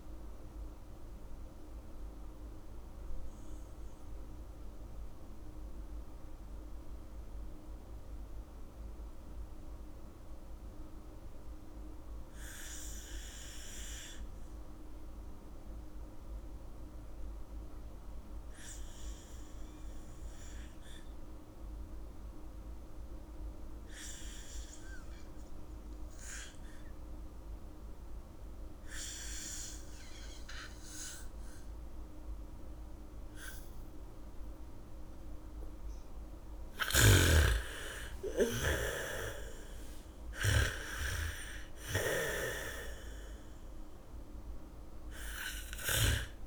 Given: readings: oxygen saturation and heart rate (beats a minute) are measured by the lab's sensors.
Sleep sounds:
breathing in sleep by a room microphone; 1
0.00-16.00 s: oxygen desaturation (device-marked, oxygen 79% lowest, heart rate 44 extreme)
0.50-36.00 s: mixed apnea (oxygen 99% before, 79% lowest, heart rate 63 before, 44 extreme, up 1 after)
23.00-46.47 s: oxygen desaturation (device-marked, oxygen 99% before, 83% lowest, heart rate 77 before, 43 extreme)
29.00-43.00 s: bradycardia (device-marked, heart rate 70 before, 44 extreme)
37.50-41.50 s: arousal
From the record:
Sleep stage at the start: N2 (light sleep); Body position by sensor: on the back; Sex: female

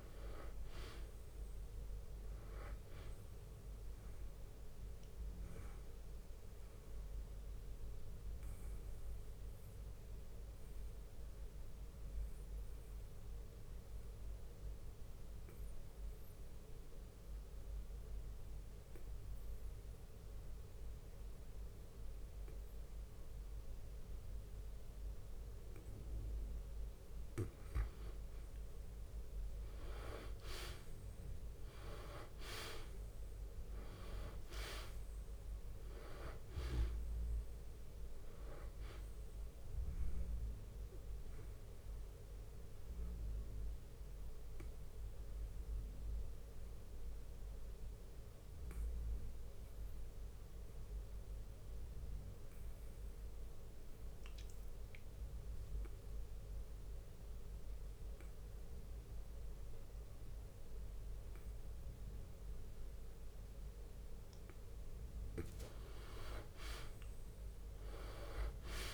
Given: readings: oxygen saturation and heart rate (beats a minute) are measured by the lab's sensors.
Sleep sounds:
breathing in sleep by a room microphone; 2
0.00-8.00 s: drop in pulse transit time (device-marked, heart rate 61 extreme)
0.00-19.00 s: oxygen desaturation (device-marked, oxygen 91% lowest, heart rate 55 extreme)
1.50-3.50 s: long interval between heartbeats (device-marked, heart rate 57 before, 70 extreme)
5.50-26.50 s: obstructive apnea (oxygen 98% before, 89% lowest, heart rate 60 before, 53 extreme, up 7 after)
9.00-30.00 s: bradycardia (device-marked, heart rate 59 before, 55 extreme)
29.00-33.00 s: arousal
31.00-44.00 s: drop in pulse transit time (device-marked, heart rate 56 before, 59 extreme)
33.00-60.00 s: oxygen desaturation (device-marked, oxygen 97% before, 89% lowest, heart rate 56 before, 53 extreme)
37.50-39.50 s: long interval between heartbeats (device-marked, heart rate 58 before, 70 extreme)
40.50-64.00 s: obstructive apnea (oxygen 97% before, 89% lowest, heart rate 60 before, 53 extreme, up 1 after)
41.00-68.94 s: bradycardia (device-marked, heart rate 59 before, 53 extreme)
65.50-68.94 s: arousal
66.00-68.94 s: drop in pulse transit time (device-marked, heart rate 56 before, 53 extreme)
From the record:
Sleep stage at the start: N2 (light sleep); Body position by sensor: on the back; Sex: male

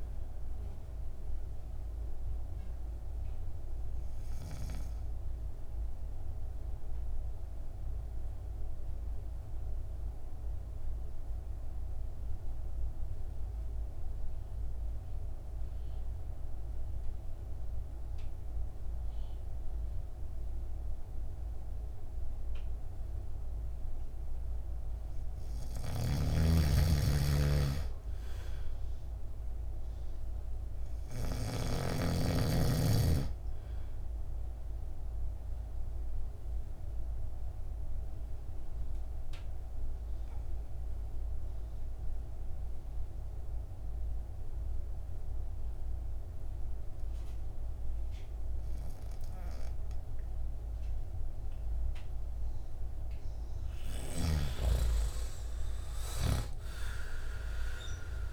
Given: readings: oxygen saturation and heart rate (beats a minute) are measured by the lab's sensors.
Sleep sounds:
breathing in sleep by a room microphone; 2
0.00-25.00 s: oxygen desaturation (device-marked, oxygen 83% lowest, heart rate 51 extreme)
5.00-25.00 s: central apnea (oxygen 99% before, 83% lowest, heart rate 60 before, 51 extreme, up 8 after)
26.00-32.50 s: snoring (device-marked)
27.50-30.50 s: arousal
35.50-54.00 s: obstructive apnea (oxygen 98% before, 85% lowest, heart rate 57 before, 53 extreme, up 14 after)
37.00-58.33 s: oxygen desaturation (device-marked, oxygen 98% before, 86% lowest, heart rate 58 before, 52 extreme)
From the record:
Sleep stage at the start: N2 (light sleep); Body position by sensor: on the back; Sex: male

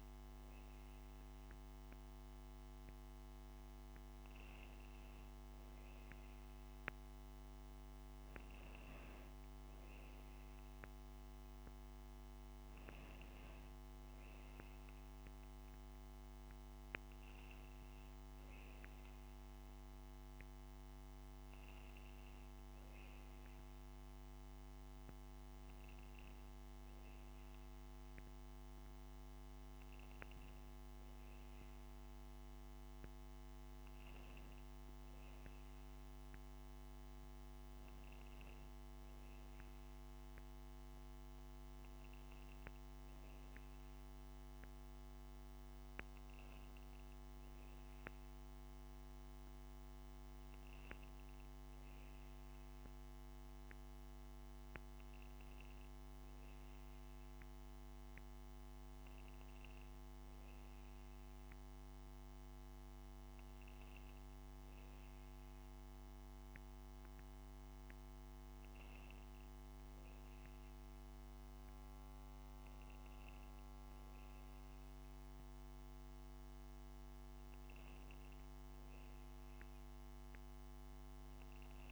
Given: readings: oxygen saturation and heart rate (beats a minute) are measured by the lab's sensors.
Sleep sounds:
breathing in sleep, hard to hear, by a microphone on the trachea; none
10.50-81.92 s: new sleep stage, N2 (light sleep)
43.00-47.00 s: arousal
From the record:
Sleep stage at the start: N1 (lightest sleep); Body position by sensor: on the right side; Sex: female

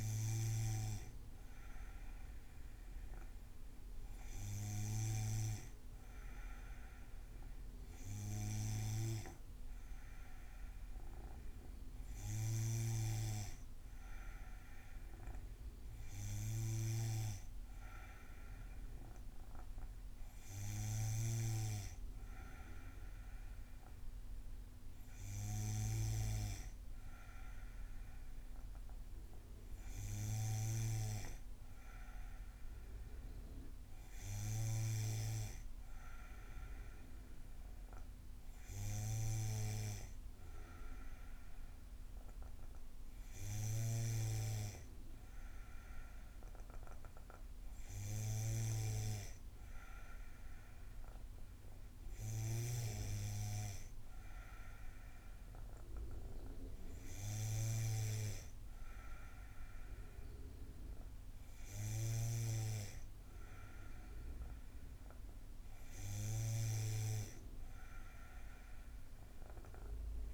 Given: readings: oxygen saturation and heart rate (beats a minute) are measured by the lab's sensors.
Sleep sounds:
breathing in sleep by a room microphone; none
12.50-21.50 s: snoring (device-marked)
From the record:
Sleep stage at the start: N2 (light sleep); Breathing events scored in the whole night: 143 in 6.8 hours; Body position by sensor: on the back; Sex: female

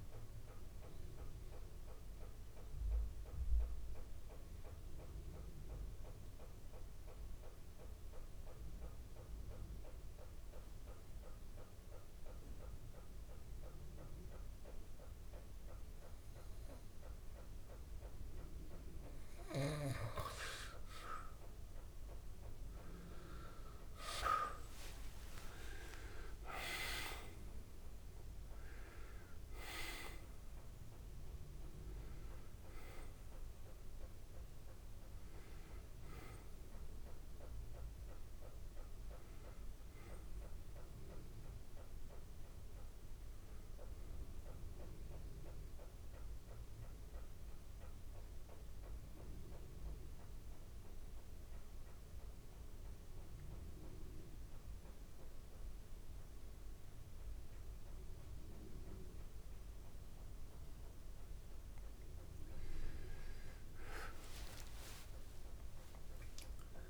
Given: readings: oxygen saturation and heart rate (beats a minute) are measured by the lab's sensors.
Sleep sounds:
breathing in sleep by a room microphone; 2
5.50-19.50 s: obstructive apnea (oxygen 98% before, 84% lowest, heart rate 68 before, 69 extreme, up 49 after)
10.50-48.50 s: oxygen desaturation (device-marked, oxygen 98% before, 84% lowest, heart rate 69 before, 68 extreme)
24.00-28.00 s: arousal
46.00-61.50 s: mixed apnea (oxygen 94% before, 89% lowest, heart rate 88 before, 68 extreme)
64.50-66.90 s: arousal
64.50-66.90 s: oxygen desaturation (device-marked, oxygen 98% before, 89% lowest, heart rate 77 before, 68 extreme)
From the record:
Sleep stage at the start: N2 (light sleep); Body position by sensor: on the back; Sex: male

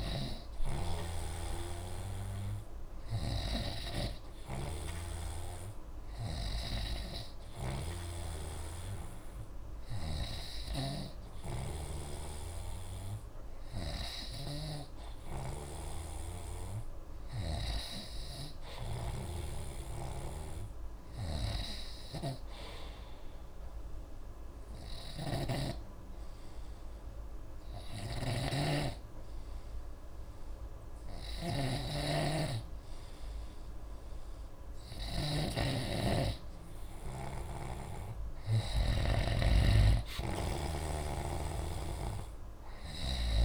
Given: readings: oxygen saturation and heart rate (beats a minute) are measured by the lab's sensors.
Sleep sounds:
breathing in sleep by a room microphone; 1
0.00-18.00 s: snoring (device-marked)
16.50-20.50 s: arousal
20.00-35.50 s: snoring (device-marked)
24.50-35.50 s: hypopnea (oxygen 94% before, 91% lowest, heart rate 52 before, 28 extreme, up 9 after)
40.00-43.45 s: snoring (device-marked)
From the record:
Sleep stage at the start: N2 (light sleep); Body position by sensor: on the right side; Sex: male

